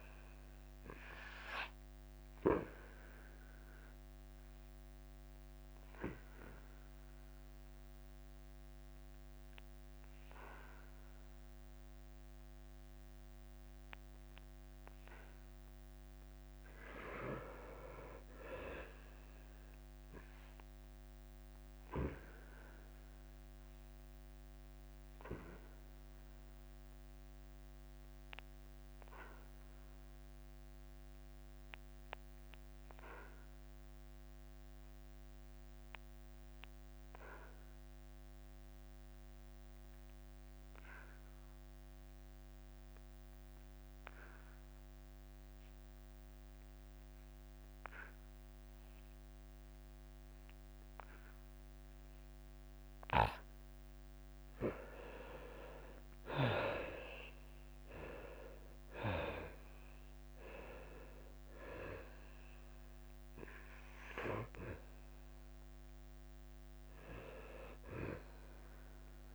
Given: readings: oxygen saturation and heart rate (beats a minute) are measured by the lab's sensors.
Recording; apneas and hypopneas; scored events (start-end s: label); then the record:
breathing in sleep by a microphone on the trachea; 2
0.00-8.50 s: drop in pulse transit time (device-marked, heart rate 90 extreme)
0.00-24.50 s: oxygen desaturation (device-marked, oxygen 74% lowest, heart rate 83 extreme)
4.00-16.50 s: obstructive apnea (oxygen 98% before, 74% lowest, heart rate 88 before, 83 extreme, up 2 after)
19.00-22.50 s: arousal
26.00-53.50 s: obstructive apnea (oxygen 94% before, 75% lowest, heart rate 90 before, 84 extreme, up 4 after)
38.50-43.50 s: oxygen desaturation (device-marked, oxygen 97% before, 93% lowest, heart rate 87 before, 85 extreme)
47.50-51.50 s: drop in pulse transit time (device-marked, heart rate 86 before, 85 extreme)
53.50-69.35 s: drop in pulse transit time (device-marked, heart rate 86 before, 86 extreme)
56.00-60.00 s: arousal
From the record:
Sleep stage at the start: N2 (light sleep); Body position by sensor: on the back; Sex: male